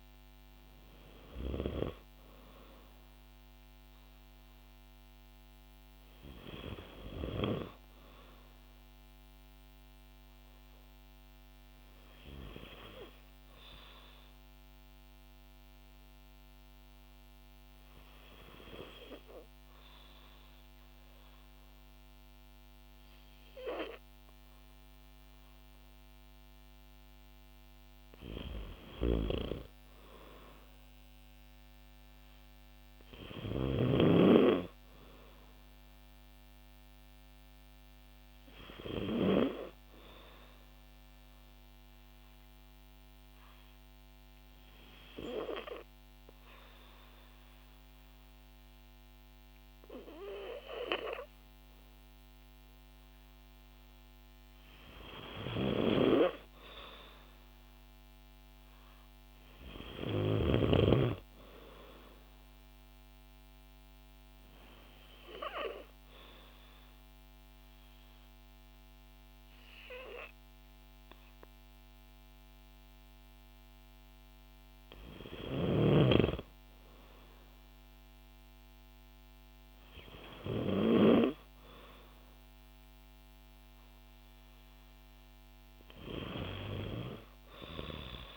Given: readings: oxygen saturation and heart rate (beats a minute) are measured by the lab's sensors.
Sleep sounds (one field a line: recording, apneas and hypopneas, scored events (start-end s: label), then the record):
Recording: breathing in sleep by a microphone on the trachea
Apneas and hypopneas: 3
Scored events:
12.50-26.00 s: hypopnea (oxygen 96% before, 92% lowest, heart rate 60 before, 57 extreme, up 5 after)
29.50-33.00 s: arousal
33.50-52.50 s: oxygen desaturation (device-marked, oxygen 96% before, 92% lowest, heart rate 58 before, 56 extreme)
40.50-53.00 s: obstructive apnea (oxygen 96% before, 92% lowest, heart rate 59 before, 56 extreme, up 1 after)
54.50-59.00 s: arousal
60.50-78.50 s: oxygen desaturation (device-marked, oxygen 96% before, 92% lowest, heart rate 59 before, 56 extreme)
65.50-75.50 s: obstructive apnea (oxygen 96% before, 91% lowest, heart rate 59 before, 56 extreme, up 5 after)
81.00-85.50 s: arousal
From the record:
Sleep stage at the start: N2 (light sleep)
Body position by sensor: on the back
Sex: female